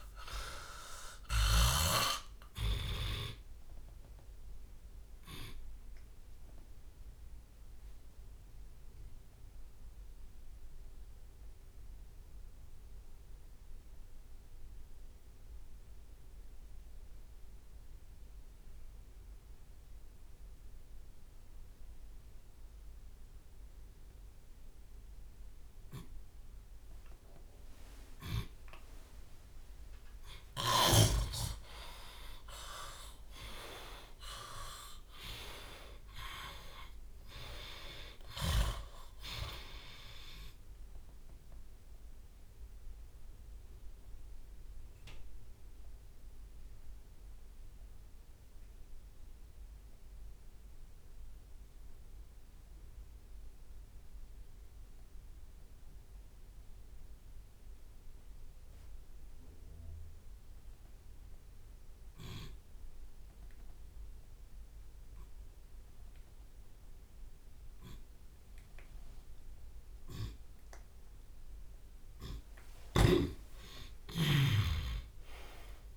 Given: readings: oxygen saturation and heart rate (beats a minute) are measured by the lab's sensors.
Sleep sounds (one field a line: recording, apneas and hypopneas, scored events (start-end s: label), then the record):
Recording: breathing in sleep by a room microphone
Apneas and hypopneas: 2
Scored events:
0.00-2.00 s: snoring (device-marked)
0.50-2.50 s: long interval between heartbeats (device-marked, heart rate 69 before, 129 extreme)
4.00-6.00 s: drop in pulse transit time (device-marked, heart rate 81 before, 87 extreme)
5.50-7.50 s: long interval between heartbeats (device-marked, heart rate 82 before, 87 extreme)
5.50-28.50 s: obstructive apnea (oxygen 98% before, 83% lowest)
8.00-10.00 s: long interval between heartbeats (device-marked, heart rate 85 before, 71 extreme)
12.00-14.00 s: long interval between heartbeats (device-marked, heart rate 88 before, 45 extreme)
18.00-37.00 s: oxygen desaturation (device-marked, oxygen 96% before, 83% lowest)
26.50-28.50 s: long interval between heartbeats (device-marked, heart rate 43 before, 25 extreme)
28.00-32.00 s: tachycardia (device-marked, heart rate 75 before, 112 extreme)
30.00-35.00 s: arousal
31.00-33.00 s: long interval between heartbeats (device-marked, heart rate 42 before, 112 extreme)
34.00-36.00 s: long interval between heartbeats (device-marked, heart rate 52 before, 89 extreme)
35.00 s: drop in pulse transit time (device-marked)
36.50-38.50 s: long interval between heartbeats (device-marked, heart rate 58 before, 88 extreme)
39.00-44.00 s: tachycardia (device-marked, heart rate 75 before, 110 extreme)
39.00-48.00 s: drop in pulse transit time (device-marked, heart rate 63 before, 66 extreme)
41.50-69.00 s: obstructive apnea (oxygen 97% before, 83% lowest)
42.00-44.00 s: long interval between heartbeats (device-marked, heart rate 69 before, 109 extreme)
48.50-50.50 s: long interval between heartbeats (device-marked, heart rate 95 before, 73 extreme)
51.00-53.00 s: long interval between heartbeats (device-marked, heart rate 93 before, 77 extreme)
53.00-58.00 s: tachycardia (device-marked, heart rate 75 before, 116 extreme)
54.00-56.00 s: long interval between heartbeats (device-marked, heart rate 88 before, 85 extreme)
57.00-59.00 s: long interval between heartbeats (device-marked, heart rate 88 before, 105 extreme)
57.00-71.00 s: oxygen desaturation (device-marked, oxygen 96% before, 83% lowest)
59.00-61.00 s: long interval between heartbeats (device-marked, heart rate 91 before, 109 extreme)
62.00-73.00 s: drop in pulse transit time (device-marked, heart rate 95 before, 41 extreme)
62.50-64.50 s: long interval between heartbeats (device-marked, heart rate 95 before, 86 extreme)
65.00-67.00 s: long interval between heartbeats (device-marked, heart rate 90 before, 48 extreme)
68.00-70.00 s: long interval between heartbeats (device-marked, heart rate 81 before, 41 extreme)
70.00-72.00 s: long interval between heartbeats (device-marked, heart rate 78 before, 46 extreme)
72.50-75.97 s: arousal
72.50-75.97 s: snoring (device-marked)
73.50-75.50 s: long interval between heartbeats (device-marked, heart rate 75 before, 71 extreme)
From the record:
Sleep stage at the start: N2 (light sleep)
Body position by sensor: on the left side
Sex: male